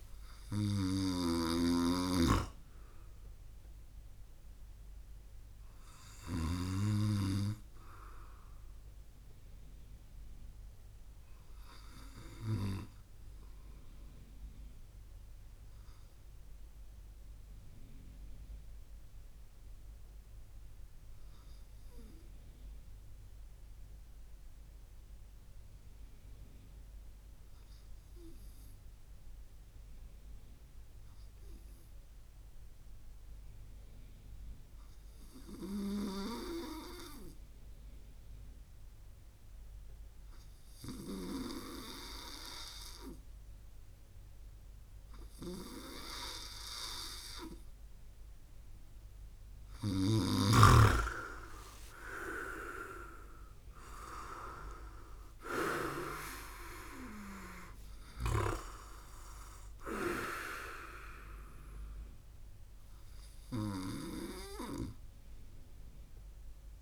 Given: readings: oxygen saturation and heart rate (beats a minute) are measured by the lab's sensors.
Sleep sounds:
breathing in sleep by a room microphone; 1
0.00-6.50 s: snoring (device-marked)
16.00-46.50 s: obstructive apnea (oxygen 99% before, 96% lowest)
48.00-52.00 s: arousal
49.50-55.50 s: snoring (device-marked)
57.50-66.82 s: snoring (device-marked)
From the record:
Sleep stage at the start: N2 (light sleep); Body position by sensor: on the right side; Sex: male

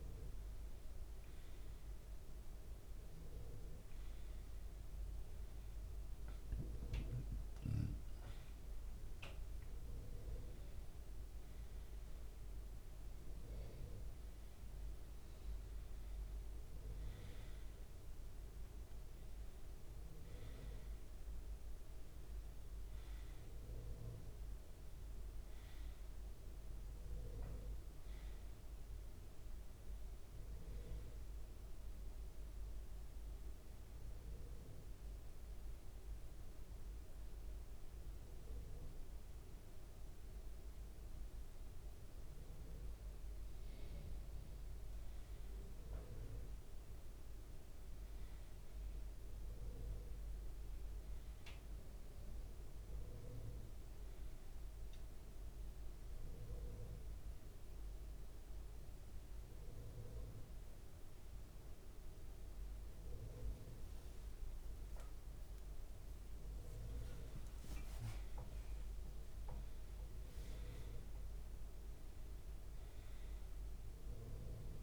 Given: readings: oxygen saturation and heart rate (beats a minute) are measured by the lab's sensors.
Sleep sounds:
a person awake in a sleep study, hard to hear, by a room microphone; none
12.00-37.00 s: oxygen desaturation (device-marked, oxygen 97% before, 92% lowest, heart rate 81 before, 77 extreme)
52.00-67.00 s: oxygen desaturation (device-marked, oxygen 95% before, 91% lowest, heart rate 77 before, 76 extreme)
From the record:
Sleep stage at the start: awake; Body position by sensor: on the right side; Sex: male

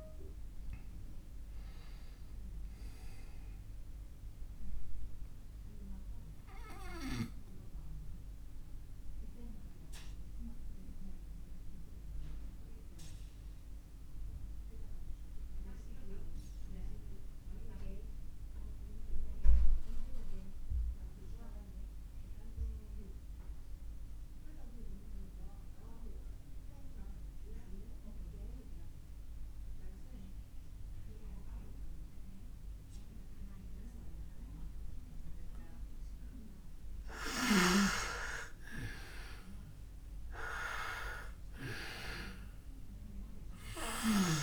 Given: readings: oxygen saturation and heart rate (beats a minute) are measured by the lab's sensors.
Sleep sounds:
breathing in sleep by a room microphone; 1
0.00-22.00 s: oxygen desaturation (device-marked, oxygen 85% lowest)
6.00-36.50 s: obstructive apnea (oxygen 99% before, 85% lowest)
38.50-42.00 s: arousal
41.00-44.43 s: oxygen desaturation (device-marked, oxygen 99% before, 89% lowest)
From the record:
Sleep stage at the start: N2 (light sleep); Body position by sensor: on the back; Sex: male

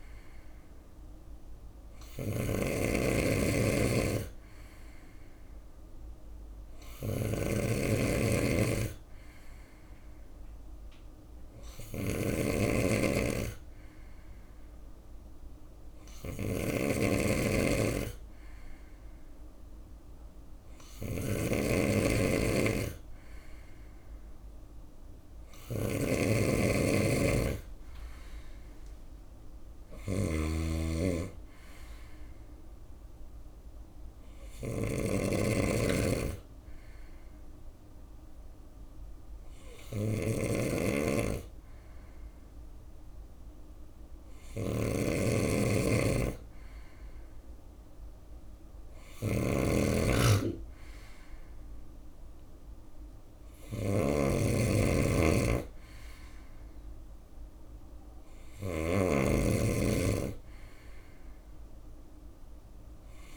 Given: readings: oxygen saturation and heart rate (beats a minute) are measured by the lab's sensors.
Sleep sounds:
breathing in sleep by a room microphone; none
0.00-63.37 s: snoring (device-marked)
27.50-38.50 s: drop in pulse transit time (device-marked, heart rate 73 before, 70 extreme)
From the record:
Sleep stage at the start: N3 (deep sleep); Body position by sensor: on the right side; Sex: male

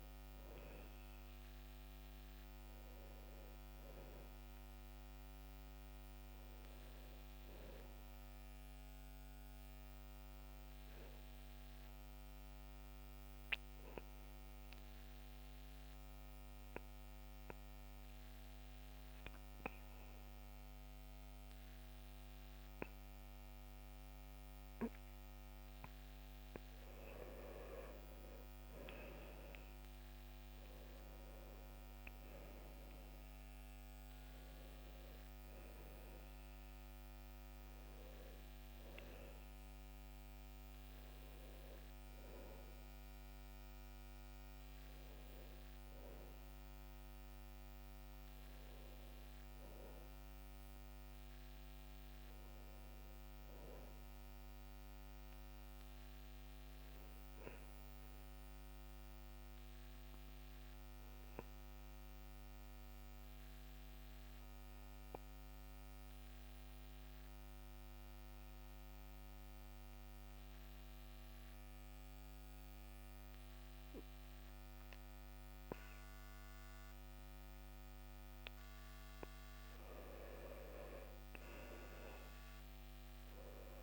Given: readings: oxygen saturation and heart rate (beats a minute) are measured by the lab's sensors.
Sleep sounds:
breathing in sleep by a microphone on the trachea; 2
10.50-26.00 s: obstructive apnea (oxygen 95% before, 91% lowest, heart rate 70 before, 66 extreme, up 9 after)
27.50-31.50 s: arousal
43.50-73.50 s: oxygen desaturation (device-marked, oxygen 96% before, 91% lowest, heart rate 72 before, 60 extreme)
59.00-78.50 s: obstructive apnea (oxygen 96% before, 89% lowest, heart rate 68 before, 60 extreme, up 13 after)
From the record:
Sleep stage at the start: N2 (light sleep); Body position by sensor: on the back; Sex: male

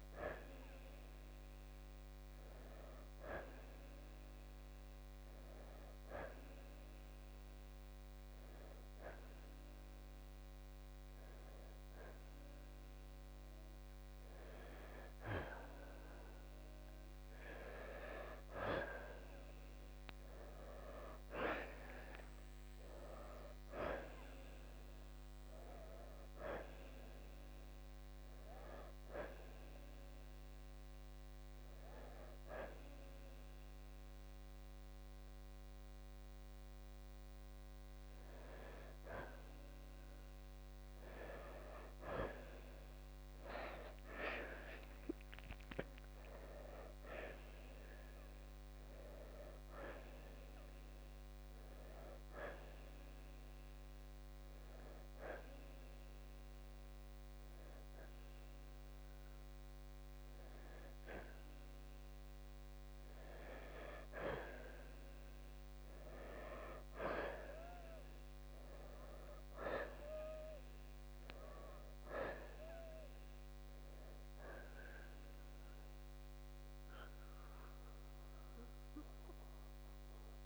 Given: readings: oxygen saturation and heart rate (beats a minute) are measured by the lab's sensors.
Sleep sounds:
breathing in sleep by a microphone on the trachea; 3
0.50-3.50 s: arousal
5.50-17.50 s: hypopnea (oxygen 94% before, 88% lowest, heart rate 75 before, 67 extreme, up 7 after)
19.50-24.00 s: arousal
28.50-41.00 s: hypopnea (oxygen 94% before, 88% lowest, heart rate 71 before, 66 extreme, up 1 after)
30.00-38.00 s: oxygen desaturation (device-marked, oxygen 91% before, 88% lowest, heart rate 71 before, 68 extreme)
44.50-48.00 s: arousal
52.00-68.00 s: oxygen desaturation (device-marked, oxygen 93% before, 88% lowest, heart rate 72 before, 63 extreme)
53.50-63.50 s: hypopnea (oxygen 93% before, 88% lowest, heart rate 72 before, 63 extreme, up 2 after)
67.50-72.00 s: arousal
75.00-80.46 s: oxygen desaturation (device-marked, oxygen 93% before, 89% lowest, heart rate 70 before, 65 extreme)
From the record:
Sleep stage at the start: N2 (light sleep); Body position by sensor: on the back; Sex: male

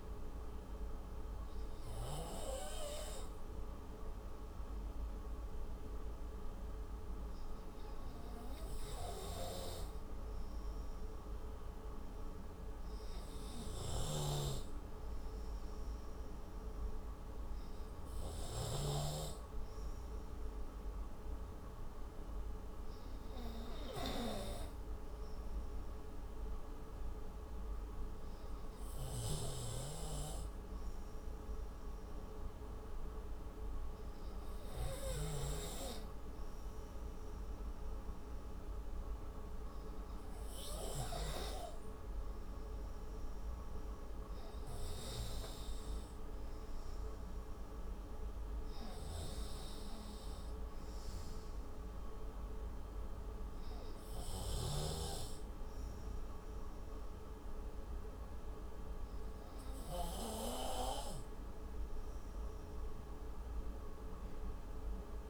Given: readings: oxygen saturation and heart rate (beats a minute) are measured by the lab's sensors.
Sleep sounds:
breathing in sleep by a room microphone; none
none scored
From the record:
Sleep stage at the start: N2 (light sleep); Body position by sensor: on the right side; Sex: male

